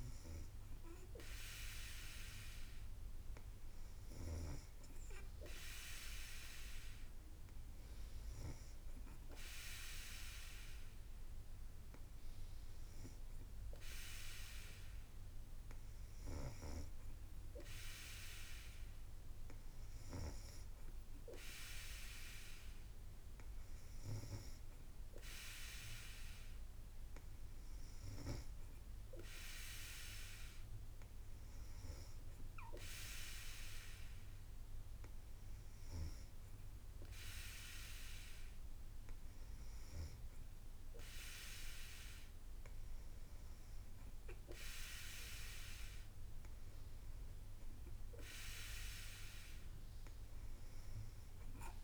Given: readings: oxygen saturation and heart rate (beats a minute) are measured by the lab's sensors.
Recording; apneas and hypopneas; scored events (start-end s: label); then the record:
breathing in sleep by a room microphone; none
none scored
From the record:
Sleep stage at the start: N3 (deep sleep); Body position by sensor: on the back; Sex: female